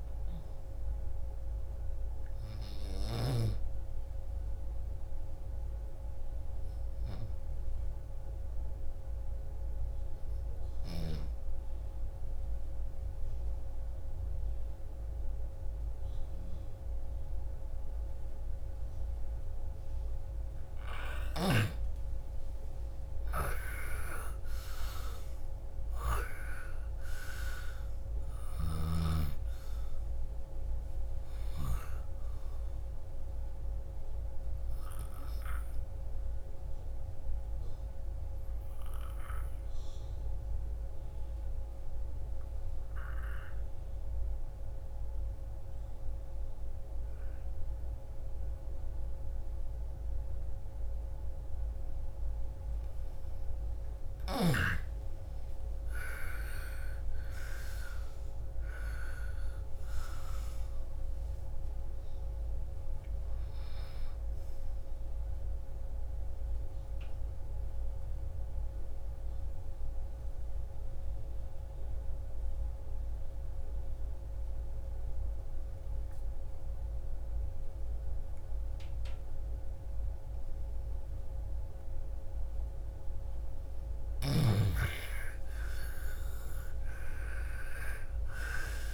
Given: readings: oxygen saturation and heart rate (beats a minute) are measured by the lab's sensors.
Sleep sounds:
breathing in sleep by a room microphone; 3
0.50-20.50 s: obstructive apnea (oxygen 99% before, 85% lowest, heart rate 38 before, 27 extreme, up 3 after)
1.50-13.50 s: oxygen desaturation (device-marked, oxygen 97% before, 86% lowest, heart rate 41 before, 28 extreme)
22.00-25.50 s: arousal
26.50-48.50 s: oxygen desaturation (device-marked, oxygen 98% before, 85% lowest)
37.50-52.50 s: obstructive apnea (oxygen 98% before, 85% lowest)
55.00-59.00 s: arousal
58.50-81.50 s: oxygen desaturation (device-marked, oxygen 99% before, 85% lowest)
66.50-84.00 s: obstructive apnea (oxygen 99% before, 85% lowest)
85.00-87.50 s: arousal
From the record:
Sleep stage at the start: N2 (light sleep); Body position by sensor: on the left side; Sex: female

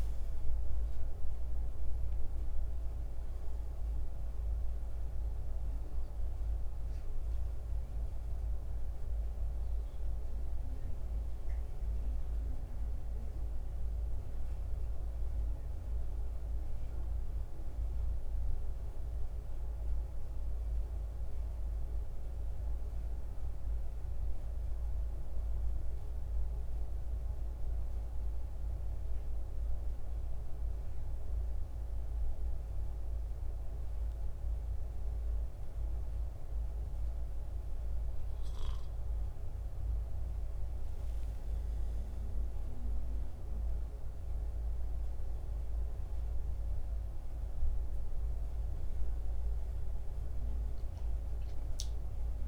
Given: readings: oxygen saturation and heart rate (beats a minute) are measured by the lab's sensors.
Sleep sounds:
breathing in sleep, hard to hear, by a room microphone; 1
0.00-24.50 s: oxygen desaturation (device-marked, oxygen 78% lowest, heart rate 69 extreme)
21.50-38.00 s: mixed apnea (oxygen 88% before, 87% lowest, heart rate 79 before, 69 extreme, up 13 after)
41.00-44.50 s: arousal
45.50-52.48 s: new sleep stage, N1 (lightest sleep)
46.50-52.48 s: oxygen desaturation (device-marked, oxygen 95% before, 88% lowest, heart rate 73 before, 66 extreme)
From the record:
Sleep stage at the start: N2 (light sleep); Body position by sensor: on the back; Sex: male

